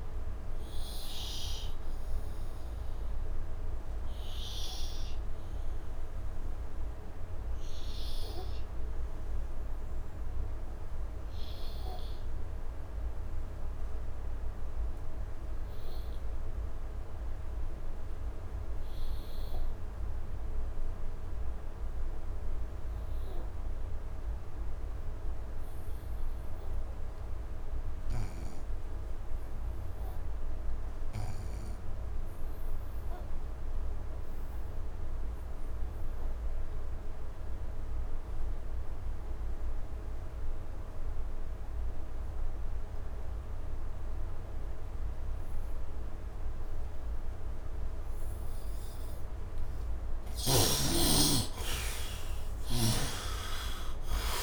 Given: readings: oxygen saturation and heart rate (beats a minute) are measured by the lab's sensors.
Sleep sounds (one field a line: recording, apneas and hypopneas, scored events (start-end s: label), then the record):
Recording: breathing in sleep by a room microphone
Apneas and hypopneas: 1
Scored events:
0.00-9.50 s: oxygen desaturation (device-marked, oxygen 75% lowest, heart rate 71 extreme)
3.50-49.50 s: obstructive apnea (oxygen 99% before, 63% lowest, heart rate 81 before, 71 extreme, up 15 after)
17.50-54.43 s: oxygen desaturation (device-marked, oxygen 100% before, 63% lowest, heart rate 74 before, 70 extreme)
52.00-54.43 s: arousal
52.50-54.43 s: snoring (device-marked)
From the record:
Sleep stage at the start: N2 (light sleep)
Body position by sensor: on the right side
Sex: male